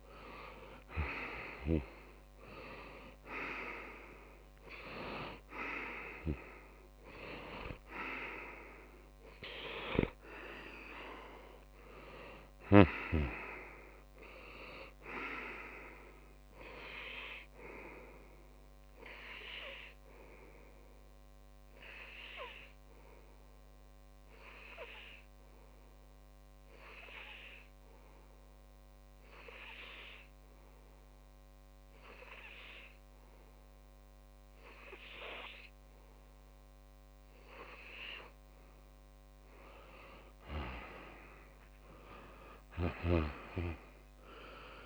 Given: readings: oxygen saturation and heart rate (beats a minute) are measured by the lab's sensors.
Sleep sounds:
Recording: breathing in sleep by a microphone on the trachea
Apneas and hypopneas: 1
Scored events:
0.00-1.00 s: arousal
14.00-16.00 s: long interval between heartbeats (device-marked)
21.50-38.00 s: hypopnea (oxygen 95% before, 94% lowest)
40.50-44.00 s: arousal
From the record:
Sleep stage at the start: N2 (light sleep)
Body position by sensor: on the back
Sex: male

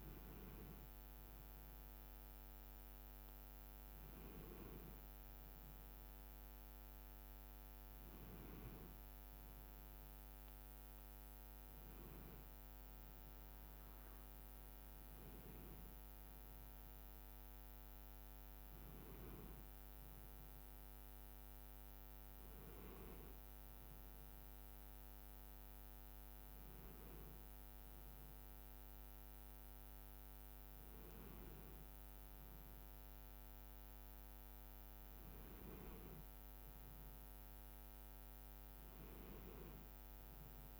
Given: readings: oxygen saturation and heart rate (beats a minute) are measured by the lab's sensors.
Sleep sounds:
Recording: a person awake in a sleep study, hard to hear, by a microphone on the trachea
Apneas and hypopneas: none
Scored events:
none scored
From the record:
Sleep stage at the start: awake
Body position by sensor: on the back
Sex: male

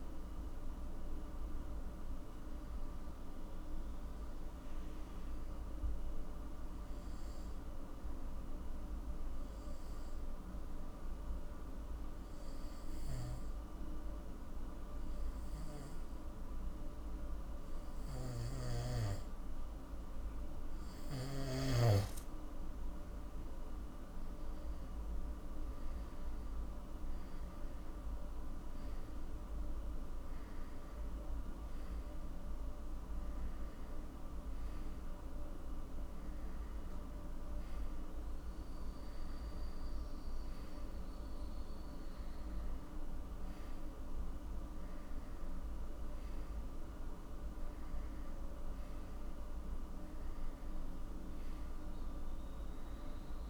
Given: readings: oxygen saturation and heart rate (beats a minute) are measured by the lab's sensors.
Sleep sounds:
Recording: breathing in sleep, hard to hear, by a room microphone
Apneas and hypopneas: 1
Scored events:
0.50-6.50 s: oxygen desaturation (device-marked, oxygen 97% before, 93% lowest, heart rate 62 before, 54 extreme)
9.00-21.00 s: obstructive apnea (oxygen 97% before, 92% lowest, heart rate 66 before, 59 extreme, up 17 after)
18.50-22.00 s: snoring (device-marked)
24.50-29.50 s: arousal
24.50-53.50 s: new sleep stage, N1 (lightest sleep)
25.50-39.50 s: oxygen desaturation (device-marked, oxygen 97% before, 92% lowest, heart rate 61 before, 63 extreme)
From the record:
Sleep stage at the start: N2 (light sleep)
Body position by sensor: on the back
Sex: male

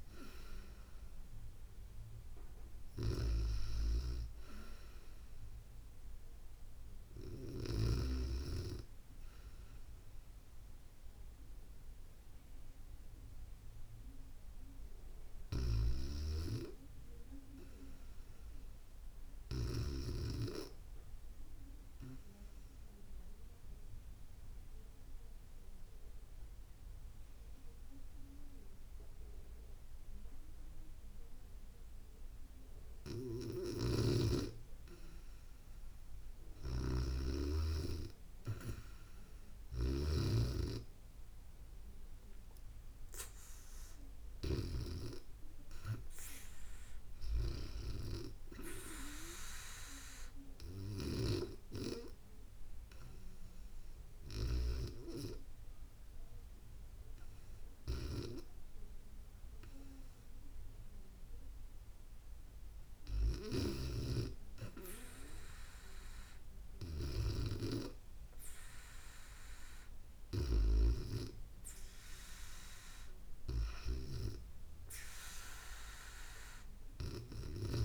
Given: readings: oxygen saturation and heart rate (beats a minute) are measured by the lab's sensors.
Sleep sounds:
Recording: breathing in sleep by a room microphone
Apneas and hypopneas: 2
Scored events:
21.50-32.50 s: obstructive apnea (oxygen 96% before, 92% lowest, heart rate 69 before, 66 extreme, up 1 after)
33.00-37.00 s: arousal
33.00-39.50 s: snoring (device-marked)
37.50-57.50 s: oxygen desaturation (device-marked, oxygen 96% before, 92% lowest, heart rate 68 before, 69 extreme)
51.50-62.50 s: hypopnea (oxygen 96% before, 91% lowest, heart rate 70 before, 69 extreme, up 0 after)
63.50-66.50 s: arousal
From the record:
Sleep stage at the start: REM sleep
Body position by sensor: on the back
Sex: female

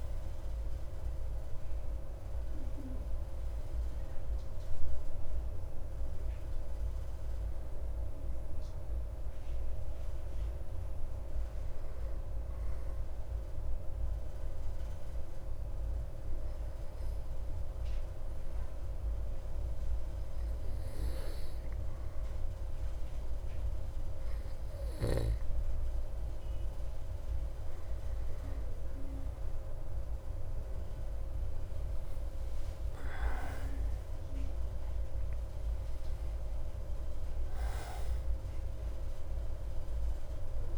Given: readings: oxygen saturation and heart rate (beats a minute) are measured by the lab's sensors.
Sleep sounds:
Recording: breathing in sleep, hard to hear, by a room microphone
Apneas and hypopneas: 1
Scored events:
0.00-1.00 s: arousal
10.50-26.00 s: hypopnea (oxygen 97% before, 94% lowest)
31.50-35.50 s: arousal
From the record:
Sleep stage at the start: N2 (light sleep)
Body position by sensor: on the back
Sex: male

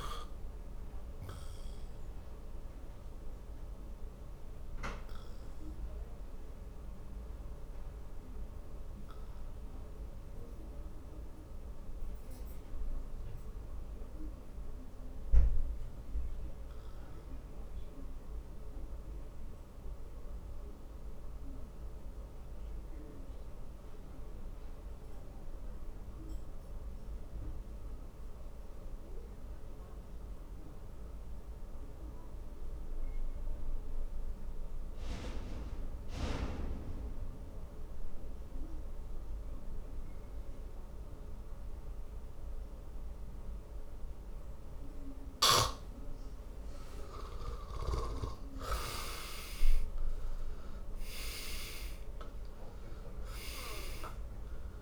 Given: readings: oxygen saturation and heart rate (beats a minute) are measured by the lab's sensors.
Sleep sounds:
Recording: breathing in sleep by a room microphone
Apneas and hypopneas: 1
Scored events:
0.00-30.00 s: oxygen desaturation (device-marked, oxygen 79% lowest, heart rate 48 extreme)
0.50-45.00 s: obstructive apnea (oxygen 97% before, 77% lowest, heart rate 62 before, 48 extreme, up 22 after)
46.50-51.50 s: arousal
51.00-54.82 s: oxygen desaturation (device-marked, oxygen 99% before, 77% lowest, heart rate 52 before, 48 extreme)
From the record:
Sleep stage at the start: N2 (light sleep)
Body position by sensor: on the back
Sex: male

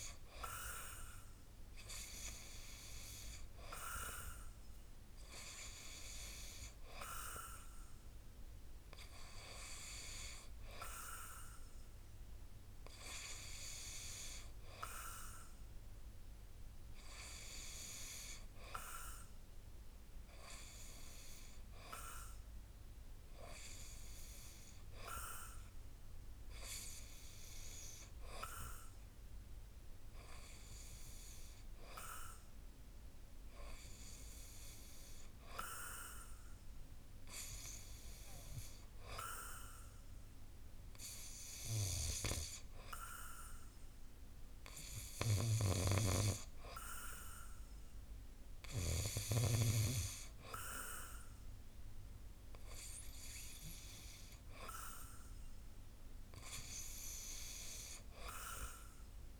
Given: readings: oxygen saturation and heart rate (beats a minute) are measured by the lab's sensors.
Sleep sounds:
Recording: breathing in sleep by a room microphone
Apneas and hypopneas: 1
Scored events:
34.00-46.50 s: hypopnea (oxygen 93% before, 91% lowest, heart rate 59 before, 59 extreme, up 1 after)
48.00-51.50 s: arousal
From the record:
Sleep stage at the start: N2 (light sleep)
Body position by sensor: on the back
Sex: male

